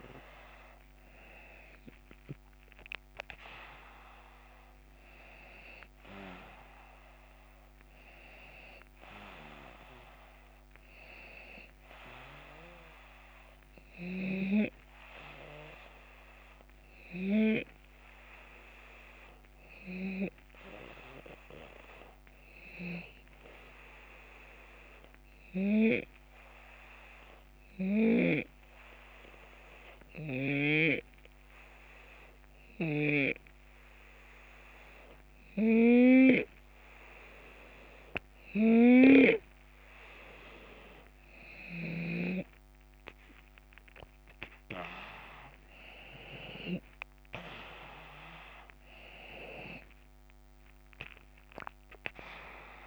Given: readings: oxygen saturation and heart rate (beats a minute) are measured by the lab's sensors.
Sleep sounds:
breathing in sleep by a microphone on the trachea; 1
0.00-3.50 s: arousal
23.00-39.50 s: hypopnea (oxygen 94% before, 90% lowest, heart rate 81 before, 74 extreme, up 6 after)
32.50-42.00 s: snoring (device-marked)
41.50-47.50 s: arousal
46.50-52.87 s: drop in pulse transit time (device-marked, heart rate 75 before, 80 extreme)
From the record:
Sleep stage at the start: N2 (light sleep); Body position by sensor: on the left side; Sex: male

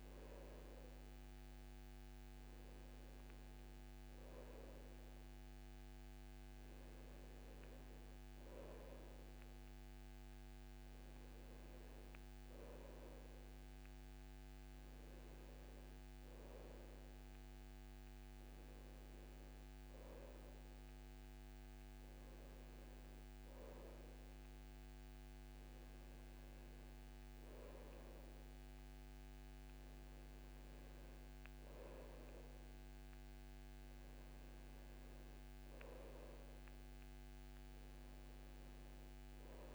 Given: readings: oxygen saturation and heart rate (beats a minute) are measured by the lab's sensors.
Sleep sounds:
a person awake in a sleep study, hard to hear, by a microphone on the trachea; none
none scored
From the record:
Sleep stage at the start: awake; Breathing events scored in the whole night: 268 in 4.1 hours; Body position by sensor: on the back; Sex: male

